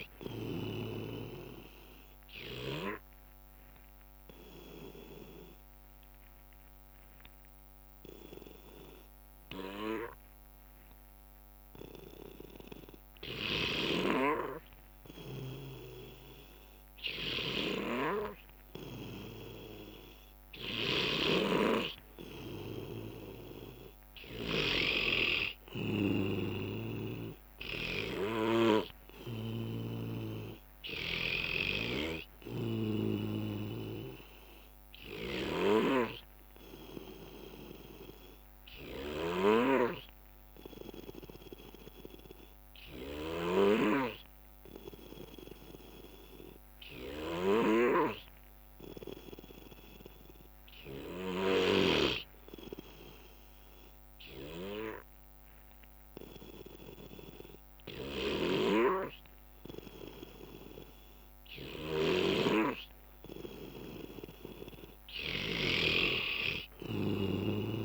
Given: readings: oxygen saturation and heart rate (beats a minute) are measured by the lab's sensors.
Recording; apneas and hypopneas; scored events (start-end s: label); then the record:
breathing in sleep by a microphone on the trachea; 2
0.00-0.50 s: arousal
0.00-15.00 s: oxygen desaturation (device-marked, oxygen 96% before, 91% lowest, heart rate 64 before, 64 extreme)
4.50-19.00 s: obstructive apnea (oxygen 96% before, 90% lowest, heart rate 64 before, 64 extreme, up 14 after)
20.50-26.00 s: snoring (device-marked)
21.00-25.00 s: arousal
22.00-34.00 s: oxygen desaturation (device-marked, oxygen 94% before, 90% lowest, heart rate 67 before, 63 extreme)
25.00-27.00 s: long interval between heartbeats (device-marked, heart rate 67 before, 78 extreme)
28.00-52.00 s: snoring (device-marked)
36.50-38.50 s: long interval between heartbeats (device-marked, heart rate 70 before, 72 extreme)
37.50-62.00 s: obstructive apnea (oxygen 94% before, 90% lowest, heart rate 70 before, 63 extreme, up 5 after)
56.00-67.85 s: oxygen desaturation (device-marked, oxygen 96% before, 92% lowest, heart rate 68 before, 63 extreme)
58.00-67.85 s: snoring (device-marked)
From the record:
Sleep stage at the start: N2 (light sleep); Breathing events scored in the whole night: 279 in 3.7 hours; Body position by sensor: on the back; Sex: male